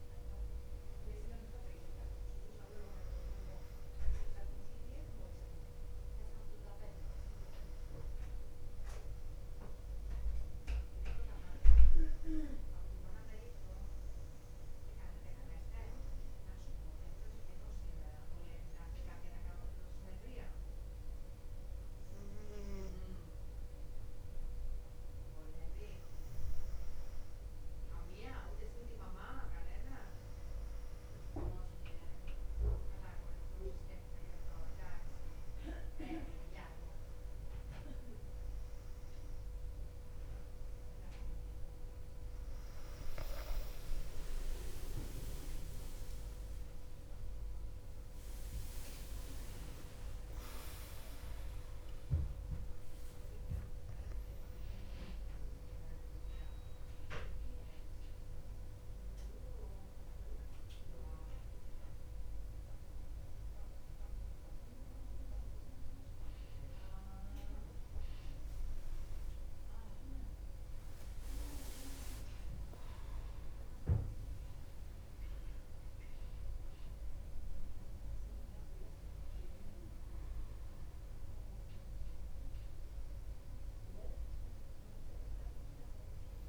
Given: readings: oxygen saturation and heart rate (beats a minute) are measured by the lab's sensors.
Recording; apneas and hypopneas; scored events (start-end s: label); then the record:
breathing in sleep by a room microphone; 1
2.00-19.00 s: oxygen desaturation (device-marked, oxygen 98% before, 93% lowest, heart rate 59 before, 58 extreme)
16.50-27.00 s: mixed apnea (oxygen 98% before, 96% lowest, heart rate 60 before, 58 extreme, up 1 after)
45.00-52.00 s: arousal
From the record:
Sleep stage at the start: N2 (light sleep); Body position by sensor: on the back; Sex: female